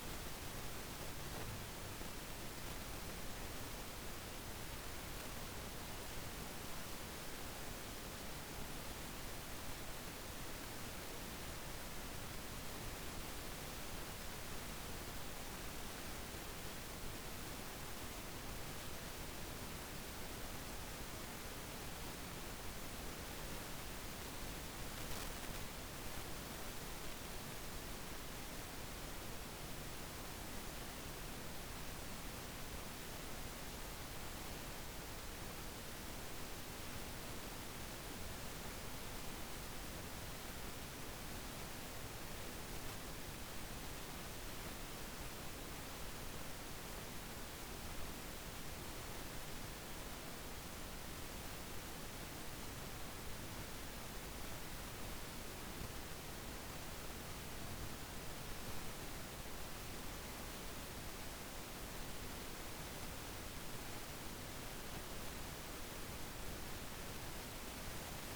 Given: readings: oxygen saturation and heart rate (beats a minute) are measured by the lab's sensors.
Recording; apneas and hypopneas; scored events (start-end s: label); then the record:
a person partly awake in a sleep study, hard to hear, by a microphone on the trachea; none
2.50-32.50 s: new sleep stage, awake
32.50-68.36 s: new sleep stage, N2 (light sleep)
From the record:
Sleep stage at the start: N2 (light sleep); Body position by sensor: on the back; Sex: male